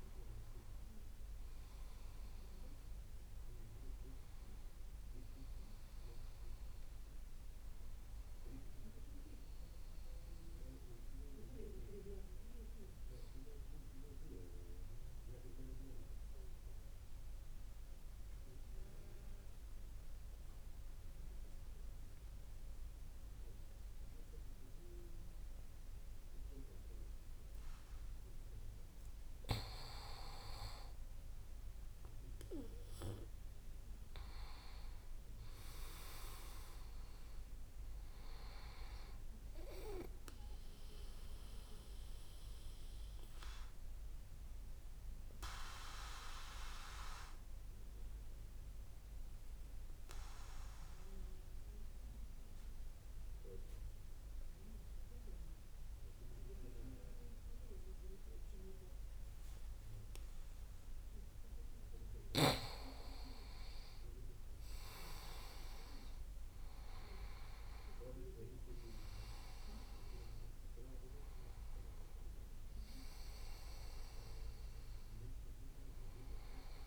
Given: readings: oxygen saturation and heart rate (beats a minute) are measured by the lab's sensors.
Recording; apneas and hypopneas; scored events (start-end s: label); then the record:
breathing in sleep by a room microphone; 2
10.00-29.00 s: mixed apnea (oxygen 96% before, 92% lowest)
31.00-34.50 s: arousal
34.50-59.50 s: oxygen desaturation (device-marked, oxygen 97% before, 92% lowest)
41.00-61.50 s: obstructive apnea (oxygen 97% before, 92% lowest)
63.00-67.50 s: arousal
72.50-76.87 s: oxygen desaturation (device-marked, oxygen 97% before, 92% lowest)
From the record:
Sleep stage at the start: N2 (light sleep); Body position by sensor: on the back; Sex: male